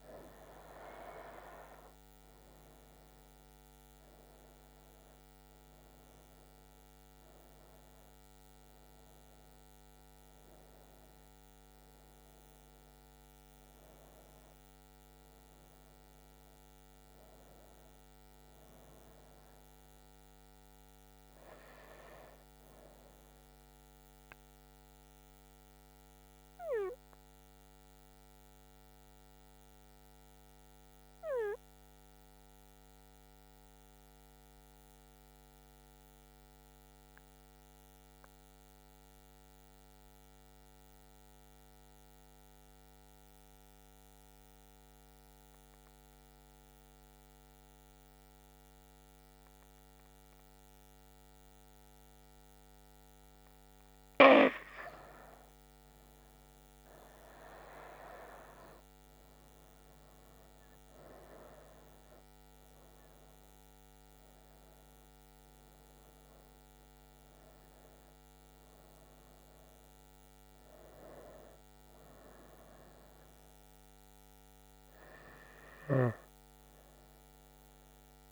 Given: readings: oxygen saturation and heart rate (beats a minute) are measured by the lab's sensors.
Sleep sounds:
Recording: breathing in sleep by a microphone on the trachea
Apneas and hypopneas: 1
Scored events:
0.00-21.50 s: oxygen desaturation (device-marked, oxygen 92% lowest, heart rate 64 extreme)
25.00-53.00 s: mixed apnea (oxygen 98% before, 92% lowest, heart rate 72 before, 64 extreme, up 7 after)
49.50-78.32 s: oxygen desaturation (device-marked, oxygen 98% before, 92% lowest, heart rate 67 before, 64 extreme)
55.50-59.00 s: arousal
From the record:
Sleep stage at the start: N2 (light sleep)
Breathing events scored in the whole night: 398 in 5.7 hours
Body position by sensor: on the right side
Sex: female

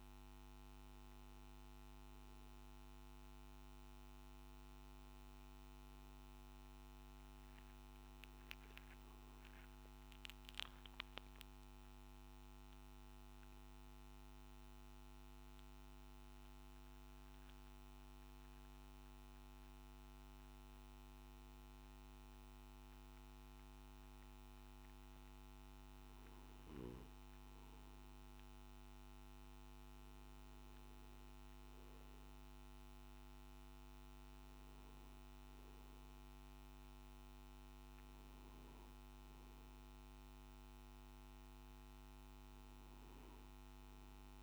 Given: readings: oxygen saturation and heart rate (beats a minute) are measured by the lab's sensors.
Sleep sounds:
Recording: breathing in sleep, hard to hear, by a microphone on the trachea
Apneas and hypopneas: 1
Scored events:
15.50-27.00 s: hypopnea (oxygen 97% before, 94% lowest, heart rate 60 before, 52 extreme, up 3 after)
From the record:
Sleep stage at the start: N3 (deep sleep)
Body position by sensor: on the back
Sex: male

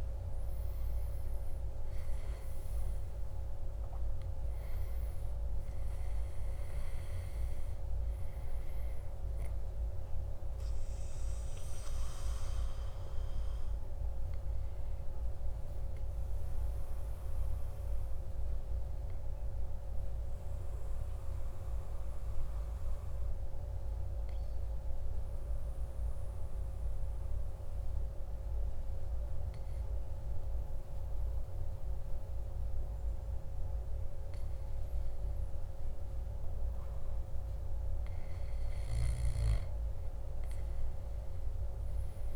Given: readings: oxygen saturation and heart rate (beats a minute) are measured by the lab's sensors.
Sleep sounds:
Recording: breathing in sleep, hard to hear, by a room microphone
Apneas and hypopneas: 1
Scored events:
0.00-5.00 s: arousal
5.00-14.00 s: oxygen desaturation (device-marked, oxygen 99% before, 95% lowest, heart rate 57 before, 52 extreme)
17.00-37.50 s: obstructive apnea (oxygen 99% before, 95% lowest, heart rate 58 before, 52 extreme, up 3 after)
41.00-42.36 s: arousal
From the record:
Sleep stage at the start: N2 (light sleep)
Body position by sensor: on the back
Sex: male

